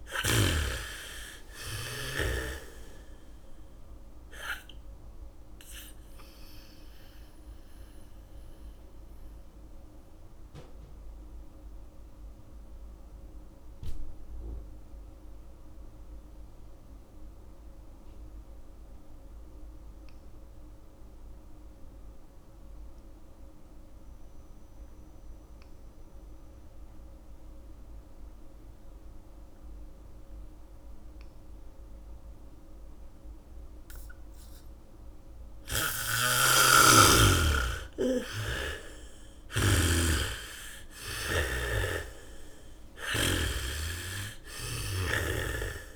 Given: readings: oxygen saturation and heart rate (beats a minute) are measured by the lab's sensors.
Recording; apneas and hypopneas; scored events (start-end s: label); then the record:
breathing in sleep by a room microphone; 1
0.00-1.00 s: snoring (device-marked)
0.00-20.00 s: oxygen desaturation (device-marked, oxygen 79% lowest, heart rate 47 extreme)
8.00-35.50 s: mixed apnea (oxygen 98% before, 77% lowest, heart rate 61 before, 49 extreme, up 5 after)
26.00-40.00 s: bradycardia (device-marked, heart rate 68 before, 53 extreme)
33.00-45.96 s: oxygen desaturation (device-marked, oxygen 98% before, 77% lowest, heart rate 71 before, 27 extreme)
36.00-44.00 s: snoring (device-marked)
38.50-43.50 s: arousal
From the record:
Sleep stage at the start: N2 (light sleep); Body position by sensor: on the back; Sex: female